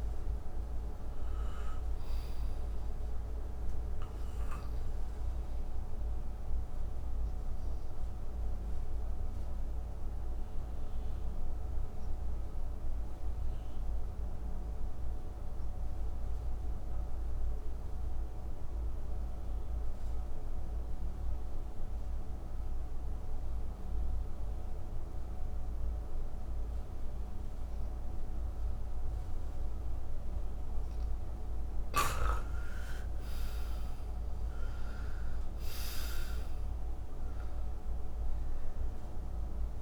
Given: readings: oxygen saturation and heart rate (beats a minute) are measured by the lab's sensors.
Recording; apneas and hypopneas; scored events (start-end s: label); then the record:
breathing in sleep, hard to hear, by a room microphone; 1
0.00-12.00 s: oxygen desaturation (device-marked, oxygen 86% lowest, heart rate 59 extreme)
7.50-30.00 s: obstructive apnea (oxygen 96% before, 83% lowest, heart rate 67 before, 60 extreme, up 8 after)
28.00-39.82 s: oxygen desaturation (device-marked, oxygen 97% before, 83% lowest, heart rate 63 before, 59 extreme)
32.00-36.50 s: arousal
From the record:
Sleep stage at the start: N2 (light sleep); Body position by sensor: on the right side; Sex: male